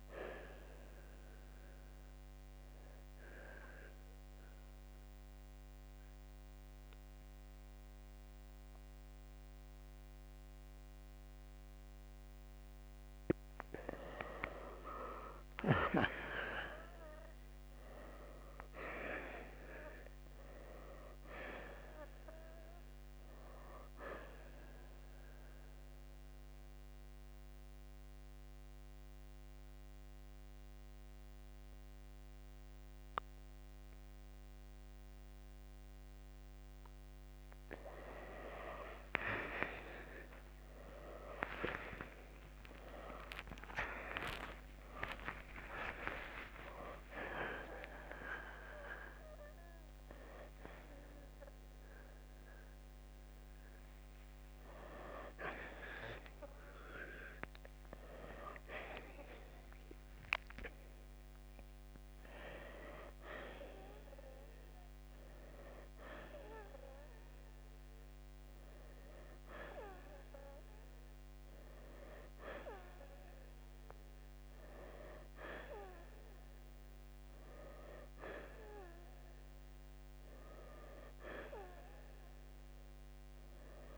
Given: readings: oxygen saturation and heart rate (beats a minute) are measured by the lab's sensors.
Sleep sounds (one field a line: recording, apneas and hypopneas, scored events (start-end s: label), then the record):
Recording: breathing in sleep by a microphone on the trachea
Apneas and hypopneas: 2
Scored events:
3.00-15.00 s: central apnea (oxygen 94% before, 86% lowest, heart rate 63 before, 55 extreme, up 8 after)
8.50-19.50 s: oxygen desaturation (device-marked, oxygen 91% before, 87% lowest, heart rate 65 before, 55 extreme)
16.50-21.00 s: arousal
26.00-37.00 s: central apnea (oxygen 92% before, 86% lowest, heart rate 63 before, 55 extreme, up 44 after)
37.50-50.50 s: oxygen desaturation (device-marked, oxygen 92% before, 86% lowest, heart rate 60 before, 66 extreme)
40.00-46.00 s: arousal
57.50-83.98 s: new sleep stage, N1 (lightest sleep)
63.50-73.50 s: oxygen desaturation (device-marked, oxygen 96% before, 89% lowest, heart rate 90 before, 66 extreme)
From the record:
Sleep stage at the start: N2 (light sleep)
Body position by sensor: on the right side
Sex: male